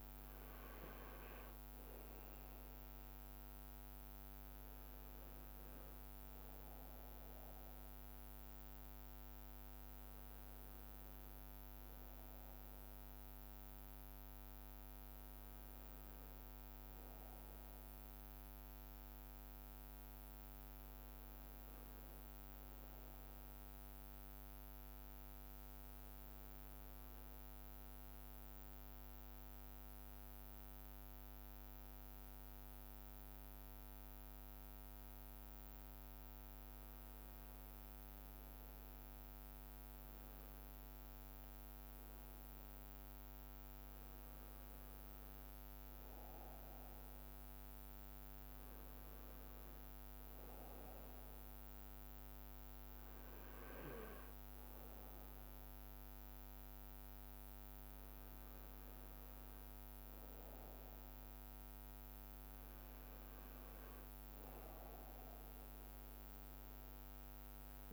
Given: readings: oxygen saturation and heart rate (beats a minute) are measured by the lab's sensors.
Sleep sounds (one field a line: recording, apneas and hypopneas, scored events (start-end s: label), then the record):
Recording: breathing in sleep, hard to hear, by a microphone on the trachea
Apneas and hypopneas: 1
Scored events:
0.00-1.00 s: bradycardia (device-marked, heart rate 26 extreme)
6.00-15.00 s: bradycardia (device-marked, heart rate 61 before, 40 extreme)
7.50-9.50 s: long interval between heartbeats (device-marked, heart rate 49 before, 61 extreme)
14.00-18.50 s: arousal
19.00-28.00 s: bradycardia (device-marked, heart rate 61 before, 51 extreme)
22.50-24.50 s: long interval between heartbeats (device-marked, heart rate 55 before, 59 extreme)
24.00-39.00 s: hypopnea (oxygen 93% before, 91% lowest, heart rate 55 before, 48 extreme, up 10 after)
30.00-35.00 s: bradycardia (device-marked, heart rate 61 before, 54 extreme)
38.00-50.00 s: drop in pulse transit time (device-marked, heart rate 57 before, 49 extreme)
39.50-41.50 s: long interval between heartbeats (device-marked, heart rate 58 before, 69 extreme)
41.00-45.00 s: bradycardia (device-marked, heart rate 61 before, 56 extreme)
42.00-46.00 s: arousal
48.00-56.00 s: bradycardia (device-marked, heart rate 61 before, 48 extreme)
49.50-51.50 s: long interval between heartbeats (device-marked, heart rate 59 before, 62 extreme)
54.50-56.50 s: long interval between heartbeats (device-marked, heart rate 58 before, 48 extreme)
60.00-67.93 s: bradycardia (device-marked, heart rate 61 before, 49 extreme)
61.50-63.50 s: long interval between heartbeats (device-marked, heart rate 56 before, 60 extreme)
66.50-67.93 s: long interval between heartbeats (device-marked, heart rate 55 before, 52 extreme)
From the record:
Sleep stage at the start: N2 (light sleep)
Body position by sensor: on the right side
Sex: male